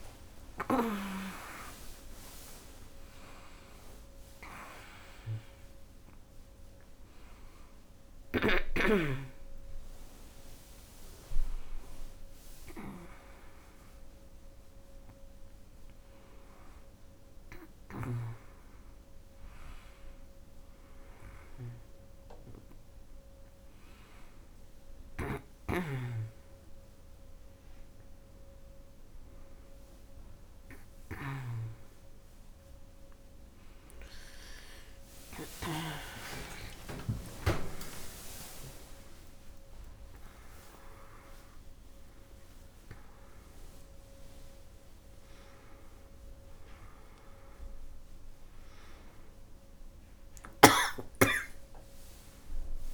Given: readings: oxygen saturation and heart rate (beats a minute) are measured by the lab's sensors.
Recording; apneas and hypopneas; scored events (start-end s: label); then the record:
a person awake in a sleep study, by a room microphone; none
0.00-1.00 s: long interval between heartbeats (device-marked, heart rate 128 extreme)
0.00-31.00 s: tachycardia (device-marked, heart rate 140 extreme)
8.00-10.00 s: long interval between heartbeats (device-marked, heart rate 113 before, 126 extreme)
33.00-47.00 s: tachycardia (device-marked, heart rate 83 before, 153 extreme)
35.50-37.50 s: long interval between heartbeats (device-marked, heart rate 105 before, 100 extreme)
39.50-41.50 s: long interval between heartbeats (device-marked, heart rate 108 before, 152 extreme)
52.00-52.94 s: new sleep stage, N1 (lightest sleep)
From the record:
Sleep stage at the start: awake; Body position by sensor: on the back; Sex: female